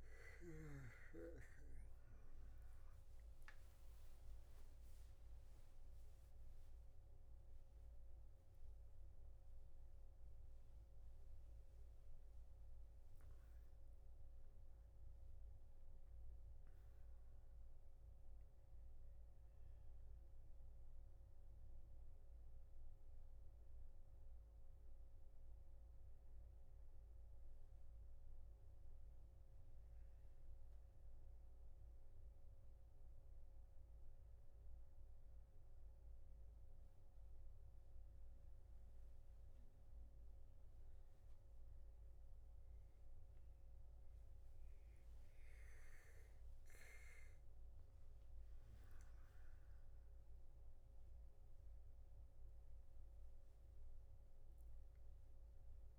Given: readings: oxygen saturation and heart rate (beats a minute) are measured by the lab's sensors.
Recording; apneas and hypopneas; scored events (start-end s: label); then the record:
breathing in sleep, hard to hear, by a room microphone; none
0.00-4.00 s: oxygen desaturation (device-marked, oxygen 91% lowest, heart rate 37 extreme)
36.00-55.99 s: new sleep stage, N3 (deep sleep)
From the record:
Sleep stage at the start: N2 (light sleep); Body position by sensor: on the back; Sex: male